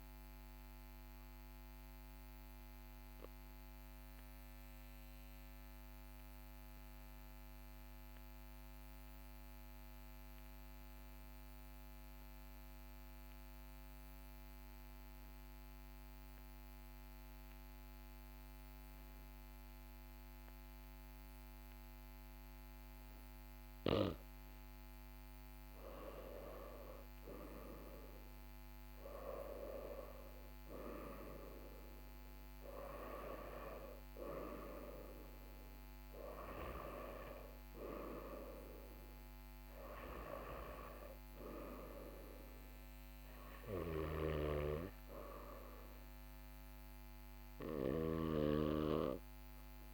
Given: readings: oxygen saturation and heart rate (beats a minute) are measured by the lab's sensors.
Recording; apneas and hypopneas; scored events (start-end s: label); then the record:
breathing in sleep by a microphone on the trachea; 1
3.50-24.00 s: obstructive apnea (oxygen 99% before, 90% lowest, heart rate 43 before, 42 extreme, up 2 after)
25.50-29.50 s: arousal
27.50-49.94 s: oxygen desaturation (device-marked, oxygen 97% before, 90% lowest, heart rate 43 before, 42 extreme)
From the record:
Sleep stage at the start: N2 (light sleep); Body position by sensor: on the right side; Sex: male